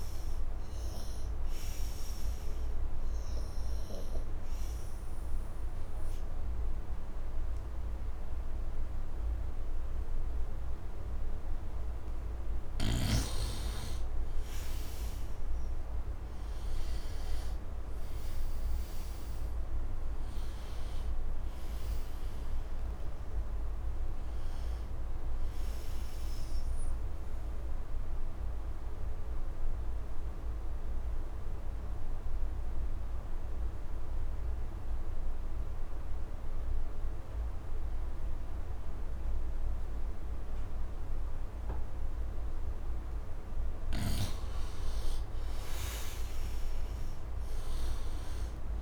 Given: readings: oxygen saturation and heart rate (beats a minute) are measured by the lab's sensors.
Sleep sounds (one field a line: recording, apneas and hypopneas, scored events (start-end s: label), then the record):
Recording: breathing in sleep, hard to hear, by a room microphone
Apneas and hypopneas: 2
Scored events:
0.00-3.00 s: oxygen desaturation (device-marked, oxygen 89% lowest, heart rate 75 extreme)
3.00-14.00 s: obstructive apnea (oxygen 98% before, 83% lowest, heart rate 78 before, 71 extreme, up 6 after)
12.00-38.00 s: oxygen desaturation (device-marked, oxygen 96% before, 83% lowest, heart rate 77 before, 71 extreme)
15.50-19.00 s: arousal
27.00-43.50 s: obstructive apnea (oxygen 96% before, 83% lowest, heart rate 80 before, 71 extreme, up 10 after)
45.50-48.82 s: arousal
47.00-48.82 s: oxygen desaturation (device-marked, oxygen 98% before, 85% lowest, heart rate 74 before, 73 extreme)
From the record:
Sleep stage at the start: N2 (light sleep)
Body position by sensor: on the right side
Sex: male